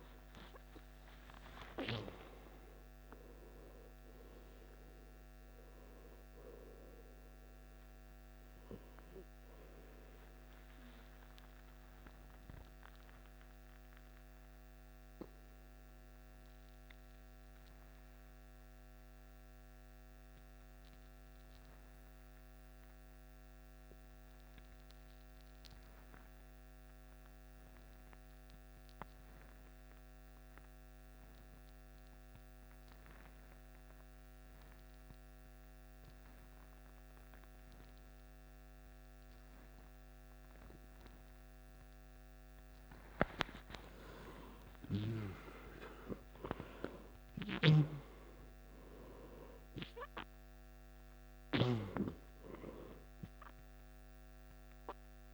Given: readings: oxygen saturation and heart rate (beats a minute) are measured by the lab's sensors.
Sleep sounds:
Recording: breathing in sleep by a microphone on the trachea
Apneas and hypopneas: 1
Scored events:
0.00-7.50 s: oxygen desaturation (device-marked, oxygen 92% lowest, heart rate 53 extreme)
9.50-24.50 s: oxygen desaturation (device-marked, oxygen 93% before, 90% lowest, heart rate 69 before, 53 extreme)
11.50-43.00 s: obstructive apnea (oxygen 96% before, 88% lowest, heart rate 70 before, 53 extreme, up 16 after)
36.50-55.33 s: oxygen desaturation (device-marked, oxygen 99% before, 88% lowest, heart rate 54 before, 52 extreme)
44.00-49.00 s: arousal
From the record:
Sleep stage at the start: N2 (light sleep)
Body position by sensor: on the back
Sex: male

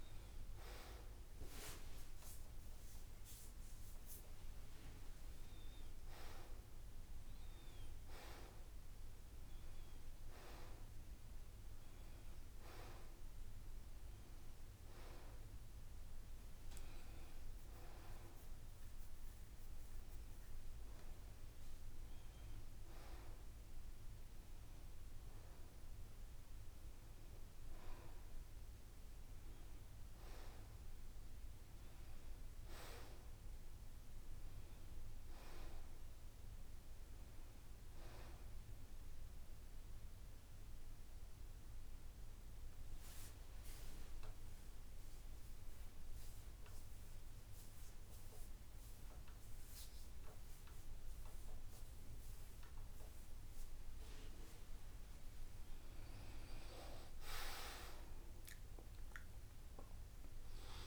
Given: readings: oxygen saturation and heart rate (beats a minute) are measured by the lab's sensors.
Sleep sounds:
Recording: breathing in sleep by a room microphone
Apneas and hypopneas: 1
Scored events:
1.50-3.50 s: long interval between heartbeats (device-marked, heart rate 81 before, 90 extreme)
34.50-38.50 s: arousal
43.50-45.50 s: long interval between heartbeats (device-marked, heart rate 73 before, 80 extreme)
45.00-55.00 s: central apnea (oxygen 94% before, 87% lowest, heart rate 74 before, 75 extreme, up 5 after)
58.00-60.87 s: arousal
From the record:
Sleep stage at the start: N2 (light sleep)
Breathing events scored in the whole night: 241 in 3.6 hours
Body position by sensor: on the back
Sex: male

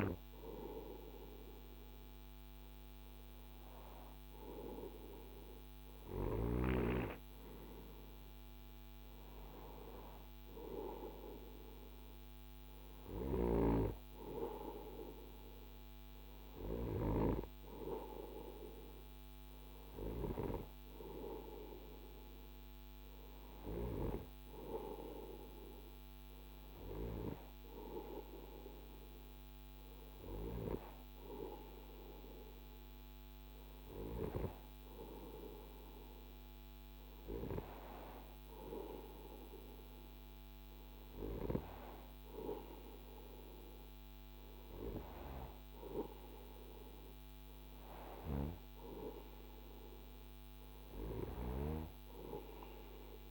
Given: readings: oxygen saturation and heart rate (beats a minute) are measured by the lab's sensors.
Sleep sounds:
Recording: breathing in sleep by a microphone on the trachea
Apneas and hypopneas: none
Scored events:
none scored
From the record:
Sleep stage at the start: N2 (light sleep)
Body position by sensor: on the right side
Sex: male

